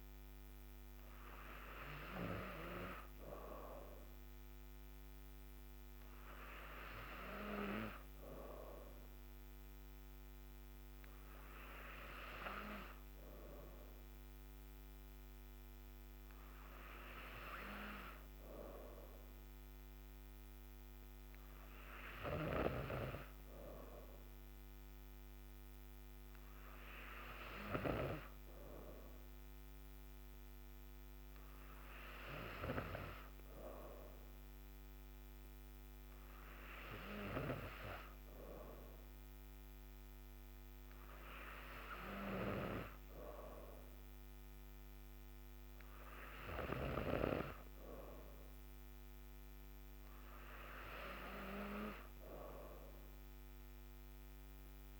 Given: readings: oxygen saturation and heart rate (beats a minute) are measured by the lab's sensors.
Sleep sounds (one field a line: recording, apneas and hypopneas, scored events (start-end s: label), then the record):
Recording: breathing in sleep by a microphone on the trachea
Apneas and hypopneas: none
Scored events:
3.00-55.00 s: new sleep stage, N3 (deep sleep)
From the record:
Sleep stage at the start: N2 (light sleep)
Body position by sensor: on the back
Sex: female